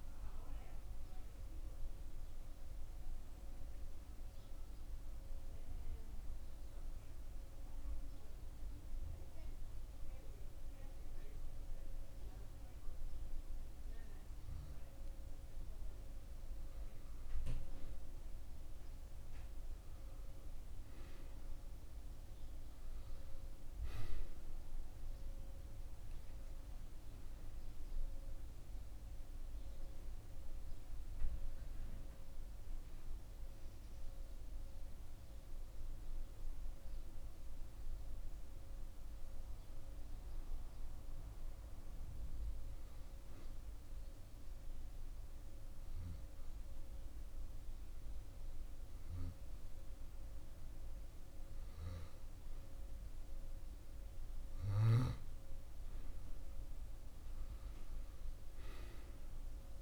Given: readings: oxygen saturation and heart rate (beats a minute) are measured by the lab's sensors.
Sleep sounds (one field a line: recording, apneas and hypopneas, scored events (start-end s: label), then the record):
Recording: breathing in sleep, hard to hear, by a room microphone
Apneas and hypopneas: 2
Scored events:
7.00-17.00 s: obstructive apnea (oxygen 95% before, 91% lowest)
20.00-24.00 s: arousal
27.00-42.00 s: oxygen desaturation (device-marked, oxygen 96% before, 91% lowest)
43.00-53.00 s: obstructive apnea (oxygen 96% before, 92% lowest)
55.50-59.50 s: arousal
From the record:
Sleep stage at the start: N2 (light sleep)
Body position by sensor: on the back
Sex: male